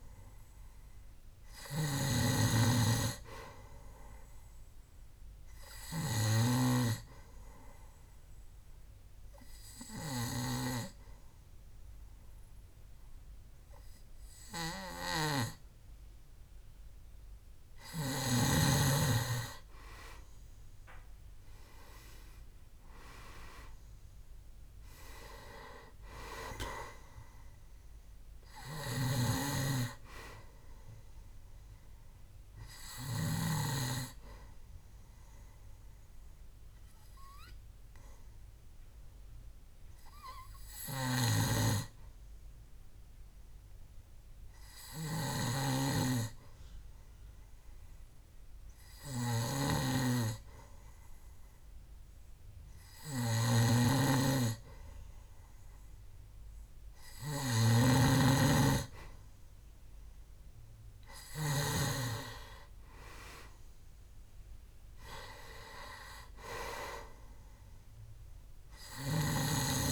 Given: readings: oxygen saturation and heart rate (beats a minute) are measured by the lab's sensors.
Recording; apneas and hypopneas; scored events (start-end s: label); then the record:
breathing in sleep by a room microphone; 2
0.00-7.00 s: snoring (device-marked)
0.00-16.50 s: oxygen desaturation (device-marked, oxygen 93% lowest, heart rate 65 extreme)
6.50-19.00 s: obstructive apnea (oxygen 98% before, 92% lowest, heart rate 67 before, 65 extreme, up 6 after)
21.00-26.00 s: arousal
29.00-34.00 s: snoring (device-marked)
30.50-46.50 s: oxygen desaturation (device-marked, oxygen 96% before, 92% lowest, heart rate 71 before, 65 extreme)
34.00-59.00 s: hypopnea (oxygen 96% before, 91% lowest, heart rate 71 before, 65 extreme, up 5 after)
50.00-62.00 s: snoring (device-marked)
61.50-69.92 s: oxygen desaturation (device-marked, oxygen 98% before, 92% lowest, heart rate 68 before, 66 extreme)
62.50-66.00 s: arousal
From the record:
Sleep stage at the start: N2 (light sleep); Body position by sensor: on the back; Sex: male